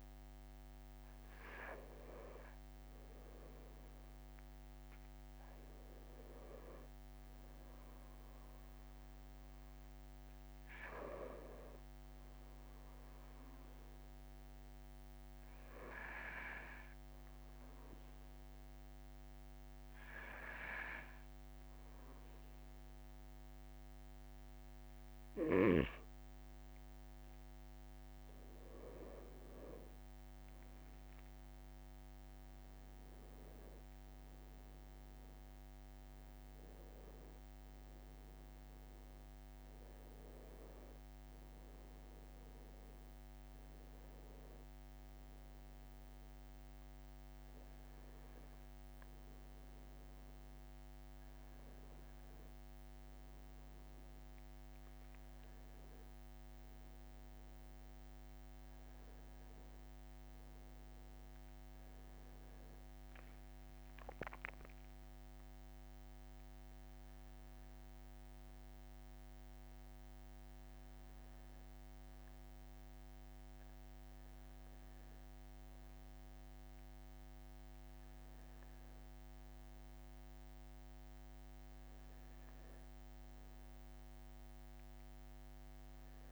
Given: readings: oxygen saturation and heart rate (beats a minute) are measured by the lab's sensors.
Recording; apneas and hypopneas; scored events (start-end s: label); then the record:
a person partly awake in a sleep study, by a microphone on the trachea; 1
0.00-1.00 s: long interval between heartbeats (device-marked)
11.00-13.00 s: long interval between heartbeats (device-marked)
14.00-28.50 s: obstructive apnea (oxygen 95% before, 93% lowest)
18.50-20.50 s: long interval between heartbeats (device-marked)
24.00-26.00 s: long interval between heartbeats (device-marked)
27.50-29.50 s: long interval between heartbeats (device-marked)
31.00-35.50 s: arousal
33.00-35.00 s: long interval between heartbeats (device-marked)
48.50-78.50 s: new sleep stage, awake
50.50-52.50 s: long interval between heartbeats (device-marked)
78.50-86.31 s: new sleep stage, N1 (lightest sleep)
From the record:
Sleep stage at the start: N1 (lightest sleep); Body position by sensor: on the right side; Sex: male